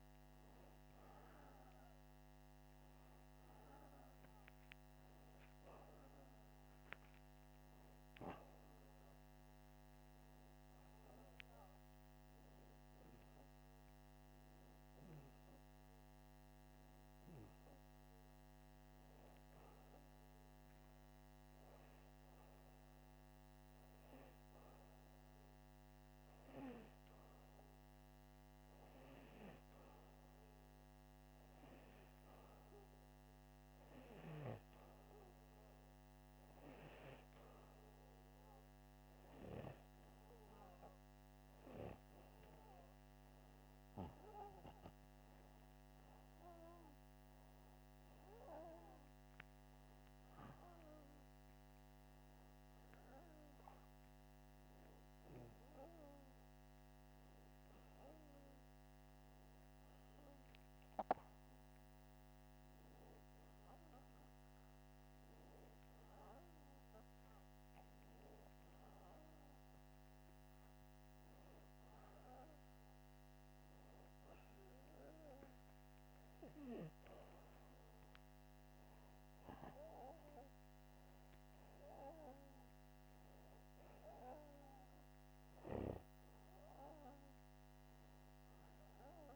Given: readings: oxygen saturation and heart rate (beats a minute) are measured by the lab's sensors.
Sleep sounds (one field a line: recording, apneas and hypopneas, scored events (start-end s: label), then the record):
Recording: breathing in sleep by a microphone on the trachea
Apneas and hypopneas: 1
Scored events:
13.50-17.50 s: arousal
22.50-33.00 s: hypopnea (oxygen 97% before, 93% lowest, heart rate 83 before, 82 extreme, up 1 after)
35.50-40.00 s: arousal
76.50-80.50 s: arousal
From the record:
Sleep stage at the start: N2 (light sleep)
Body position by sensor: upright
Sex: male